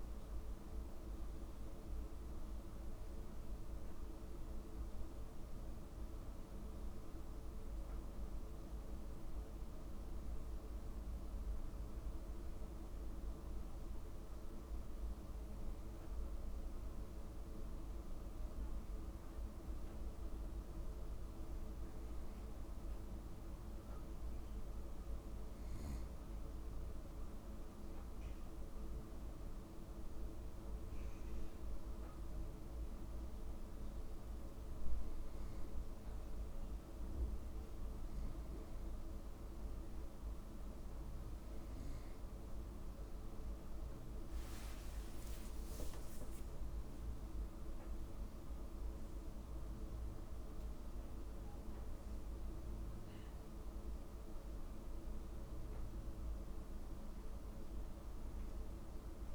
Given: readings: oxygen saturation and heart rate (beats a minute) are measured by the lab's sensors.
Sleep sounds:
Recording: breathing in sleep, hard to hear, by a room microphone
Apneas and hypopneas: none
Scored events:
12.00-59.34 s: new sleep stage, N2 (light sleep)
43.00-48.00 s: arousal
From the record:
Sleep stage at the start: N1 (lightest sleep)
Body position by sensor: on the right side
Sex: male

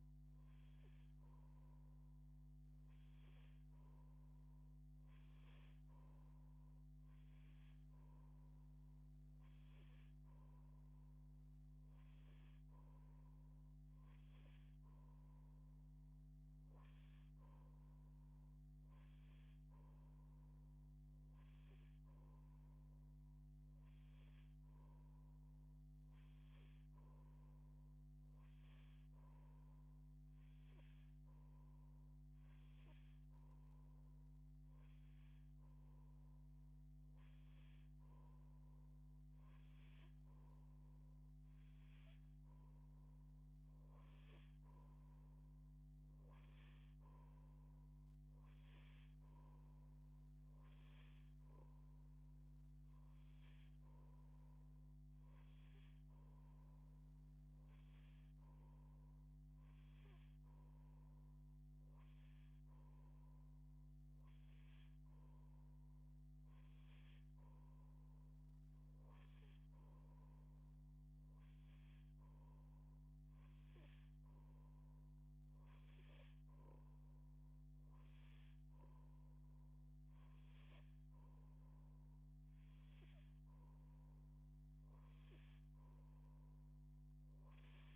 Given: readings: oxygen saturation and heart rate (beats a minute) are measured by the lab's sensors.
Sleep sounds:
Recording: breathing in sleep, hard to hear, by a microphone on the trachea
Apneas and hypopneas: none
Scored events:
none scored
From the record:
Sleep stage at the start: N2 (light sleep)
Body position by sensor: on the back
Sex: female

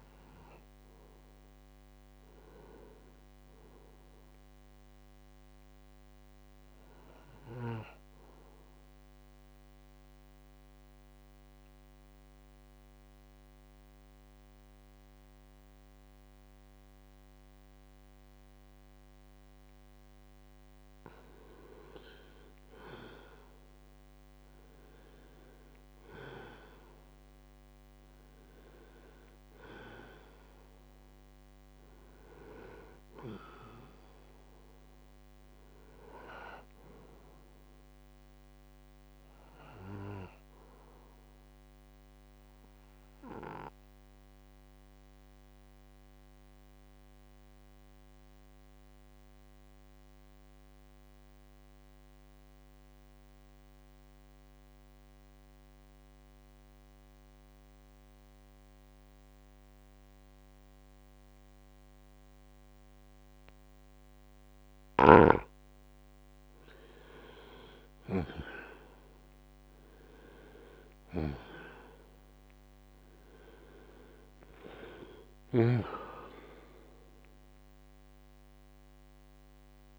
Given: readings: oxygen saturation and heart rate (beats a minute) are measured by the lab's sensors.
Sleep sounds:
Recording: breathing in sleep by a microphone on the trachea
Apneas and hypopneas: 2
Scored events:
1.50-5.00 s: arousal
8.50-20.50 s: mixed apnea (oxygen 97% before, 89% lowest, heart rate 66 before, 55 extreme, up 8 after)
14.50-47.50 s: oxygen desaturation (device-marked, oxygen 97% before, 90% lowest, heart rate 66 before, 55 extreme)
23.50-27.50 s: arousal
43.00-65.00 s: mixed apnea (oxygen 96% before, 88% lowest, heart rate 61 before, 38 extreme, up 4 after)
63.50-79.99 s: oxygen desaturation (device-marked, oxygen 97% before, 88% lowest, heart rate 66 before, 38 extreme)
66.50-71.00 s: arousal
From the record:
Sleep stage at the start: N2 (light sleep)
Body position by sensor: on the back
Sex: male

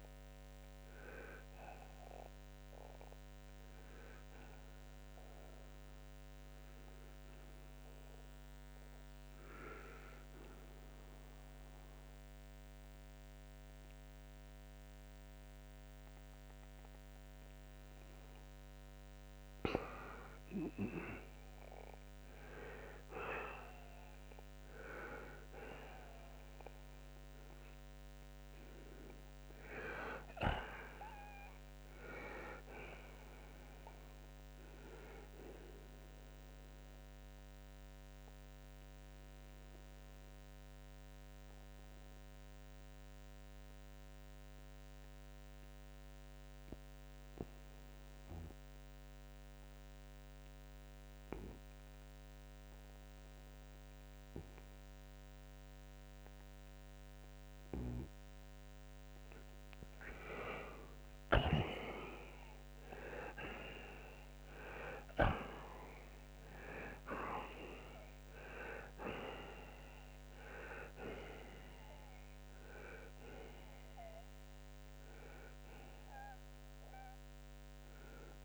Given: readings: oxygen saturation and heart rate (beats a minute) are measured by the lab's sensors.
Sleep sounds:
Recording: breathing in sleep by a microphone on the trachea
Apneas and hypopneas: 2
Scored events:
0.00-2.00 s: arousal
4.50-21.50 s: oxygen desaturation (device-marked, oxygen 93% before, 85% lowest, heart rate 89 before, 70 extreme)
6.00-19.00 s: obstructive apnea (oxygen 94% before, 85% lowest, heart rate 88 before, 70 extreme, up 14 after)
24.50-28.50 s: arousal
35.50-58.50 s: obstructive apnea (oxygen 96% before, 85% lowest, heart rate 79 before, 67 extreme, up 28 after)
41.50-60.50 s: oxygen desaturation (device-marked, oxygen 93% before, 88% lowest, heart rate 81 before, 67 extreme)
60.50-64.50 s: arousal
From the record:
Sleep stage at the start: N2 (light sleep)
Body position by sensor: on the right side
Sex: male

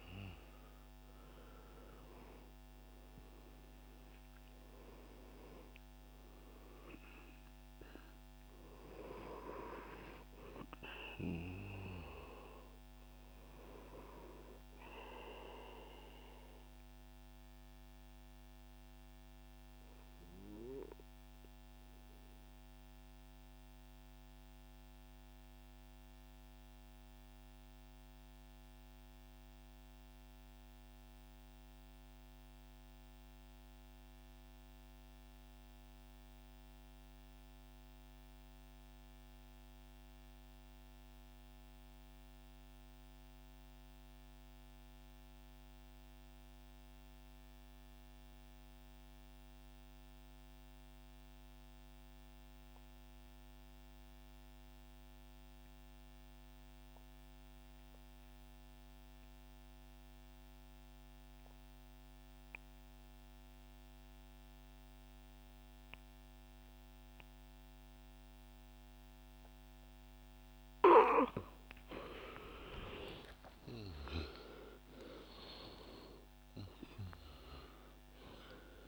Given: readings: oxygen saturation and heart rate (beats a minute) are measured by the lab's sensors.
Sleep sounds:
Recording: breathing in sleep by a microphone on the trachea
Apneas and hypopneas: 1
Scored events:
0.00-3.00 s: arousal
0.50-21.50 s: oxygen desaturation (device-marked, oxygen 97% before, 93% lowest, heart rate 92 before, 37 extreme)
20.50-71.50 s: mixed apnea (oxygen 97% before, 84% lowest, heart rate 81 before, 41 extreme, up 29 after)
45.50-78.88 s: oxygen desaturation (device-marked, oxygen 98% before, 84% lowest)
From the record:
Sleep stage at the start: N2 (light sleep)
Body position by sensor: on the right side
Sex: male

